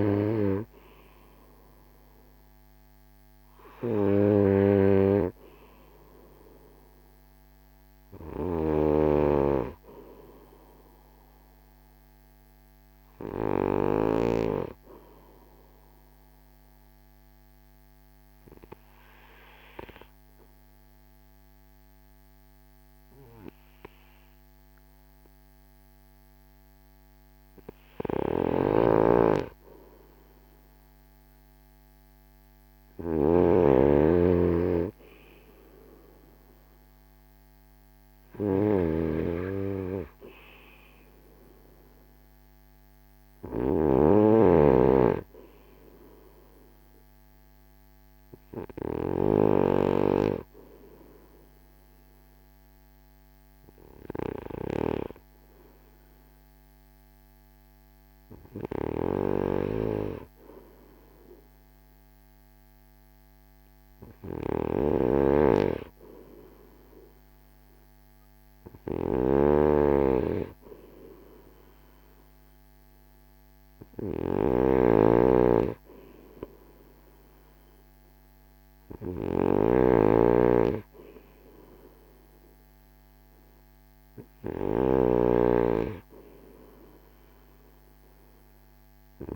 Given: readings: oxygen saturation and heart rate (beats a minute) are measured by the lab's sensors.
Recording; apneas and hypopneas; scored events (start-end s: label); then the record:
breathing in sleep by a microphone on the trachea; 1
8.00-14.00 s: snoring (device-marked)
15.00-28.50 s: obstructive apnea (oxygen 97% before, 93% lowest, heart rate 51 before, 40 extreme, up 15 after)
28.00-49.00 s: snoring (device-marked)
31.00-35.00 s: arousal
64.00-89.36 s: snoring (device-marked)
From the record:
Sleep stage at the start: N2 (light sleep); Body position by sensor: on the front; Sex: male